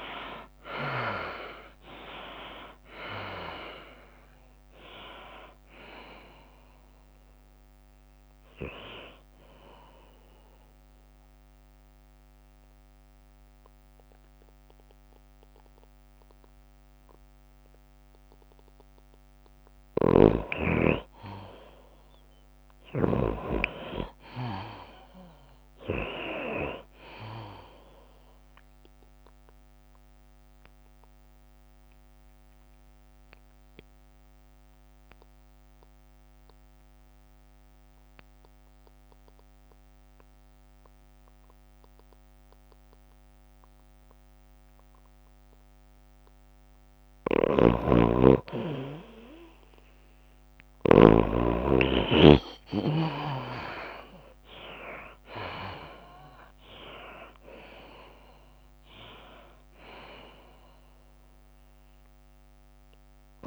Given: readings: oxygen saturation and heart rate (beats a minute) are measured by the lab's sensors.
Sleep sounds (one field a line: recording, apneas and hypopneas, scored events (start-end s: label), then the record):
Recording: breathing in sleep by a microphone on the trachea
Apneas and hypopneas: 2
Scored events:
0.00-4.00 s: arousal
0.00-24.50 s: oxygen desaturation (device-marked, oxygen 75% lowest, heart rate 71 extreme)
0.50-15.50 s: drop in pulse transit time (device-marked, heart rate 83 before, 79 extreme)
2.50-8.50 s: tachycardia (device-marked, heart rate 93 before, 102 extreme)
10.50-21.00 s: obstructive apnea (oxygen 96% before, 75% lowest, heart rate 88 before, 87 extreme, up 2 after)
23.00-27.00 s: arousal
30.50-48.50 s: obstructive apnea (oxygen 97% before, 76% lowest, heart rate 96 before, 82 extreme, up 10 after)
33.50-45.50 s: oxygen desaturation (device-marked, oxygen 97% before, 86% lowest, heart rate 96 before, 82 extreme)
47.50-63.47 s: oxygen desaturation (device-marked, oxygen 94% before, 79% lowest, heart rate 94 before, 87 extreme)
48.50-52.50 s: snoring (device-marked)
52.00-56.50 s: arousal
54.50-63.47 s: drop in pulse transit time (device-marked, heart rate 89 before, 89 extreme)
From the record:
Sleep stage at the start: N2 (light sleep)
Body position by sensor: on the back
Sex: female